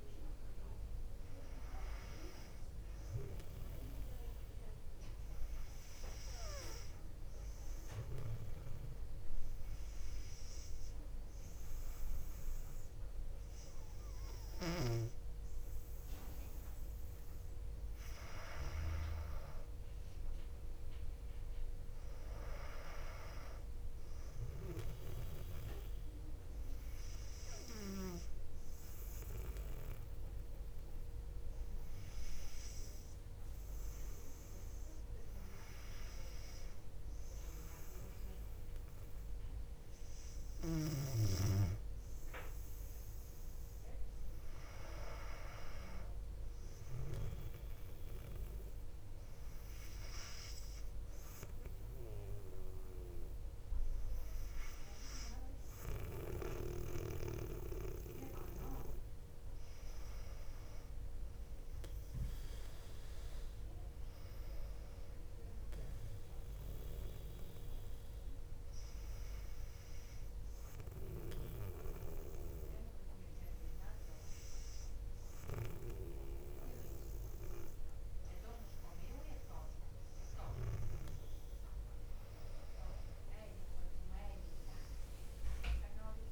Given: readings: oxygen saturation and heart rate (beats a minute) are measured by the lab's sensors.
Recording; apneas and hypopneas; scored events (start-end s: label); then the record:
breathing in sleep by a room microphone; 2
0.00-1.00 s: arousal
6.50-18.00 s: obstructive apnea (oxygen 99% before, 96% lowest, heart rate 60 before, 58 extreme, up 2 after)
58.50-62.50 s: arousal
68.50-79.50 s: obstructive apnea (oxygen 98% before, 96% lowest, heart rate 61 before, 58 extreme, up 2 after)
From the record:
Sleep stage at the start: N2 (light sleep); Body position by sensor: on the back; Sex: female